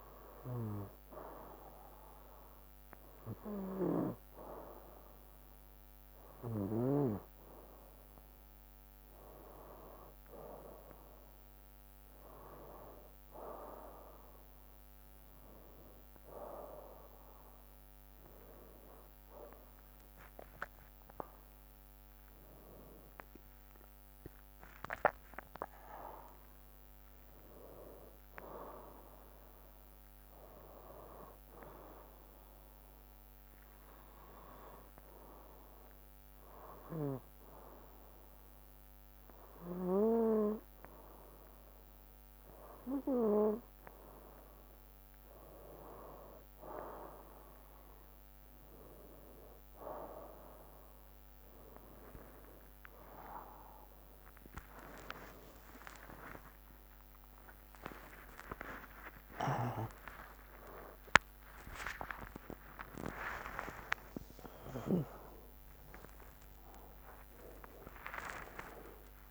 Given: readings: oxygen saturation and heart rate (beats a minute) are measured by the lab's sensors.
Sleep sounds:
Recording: a person partly awake in a sleep study, by a microphone on the trachea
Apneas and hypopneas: 1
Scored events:
21.50-25.50 s: arousal
31.50-43.50 s: hypopnea (oxygen 96% before, 93% lowest, heart rate 68 before, 61 extreme, up 5 after)
47.00-55.00 s: drop in pulse transit time (device-marked, heart rate 64 before, 62 extreme)
51.00-69.31 s: new sleep stage, awake
53.00-68.00 s: tachycardia (device-marked, heart rate 65 before, 197 extreme)
54.50-56.50 s: long interval between heartbeats (device-marked, heart rate 63 before, 81 extreme)
56.50-58.50 s: long interval between heartbeats (device-marked, heart rate 66 before, 104 extreme)
58.50-60.50 s: long interval between heartbeats (device-marked, heart rate 70 before, 141 extreme)
60.00-69.31 s: drop in pulse transit time (device-marked, heart rate 78 before, 69 extreme)
62.00-64.00 s: long interval between heartbeats (device-marked, heart rate 88 before, 180 extreme)
64.00-66.00 s: long interval between heartbeats (device-marked, heart rate 101 before, 178 extreme)
66.00-68.00 s: long interval between heartbeats (device-marked, heart rate 113 before, 161 extreme)
From the record:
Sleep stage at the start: N2 (light sleep)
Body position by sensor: on the right side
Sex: male

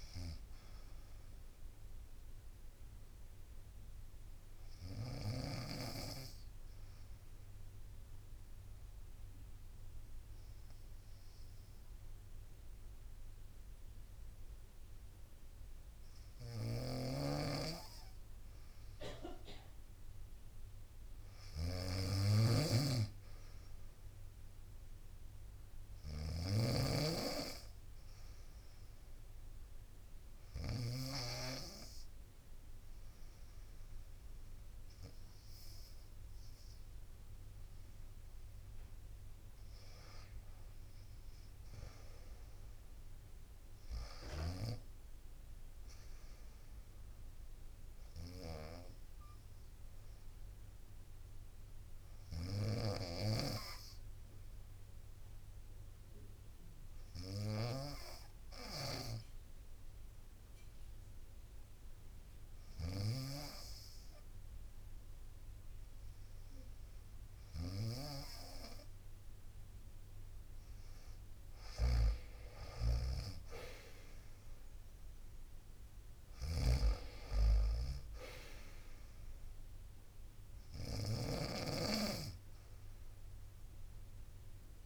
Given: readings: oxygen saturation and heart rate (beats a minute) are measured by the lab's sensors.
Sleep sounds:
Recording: breathing in sleep by a room microphone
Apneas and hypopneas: 3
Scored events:
0.00-9.00 s: oxygen desaturation (device-marked, oxygen 86% lowest, heart rate 60 extreme)
5.00-18.50 s: obstructive apnea (oxygen 95% before, 86% lowest, heart rate 75 before, 59 extreme, up 2 after)
16.00-30.50 s: snoring (device-marked)
21.00-24.50 s: arousal
24.00-84.86 s: new sleep stage, N2 (light sleep)
29.00-39.00 s: obstructive apnea (oxygen 98% before, 91% lowest, heart rate 61 before, 59 extreme, up 1 after)
36.00-40.00 s: bradycardia (device-marked, heart rate 65 before, 59 extreme)
43.50-47.00 s: arousal
43.50-84.86 s: snoring (device-marked)
50.00-68.50 s: hypopnea (oxygen 97% before, 91% lowest, heart rate 61 before, 61 extreme, up 6 after)
70.50-74.50 s: arousal
72.00-84.00 s: drop in pulse transit time (device-marked, heart rate 63 before, 66 extreme)
From the record:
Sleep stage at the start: N1 (lightest sleep)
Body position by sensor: on the right side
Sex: female

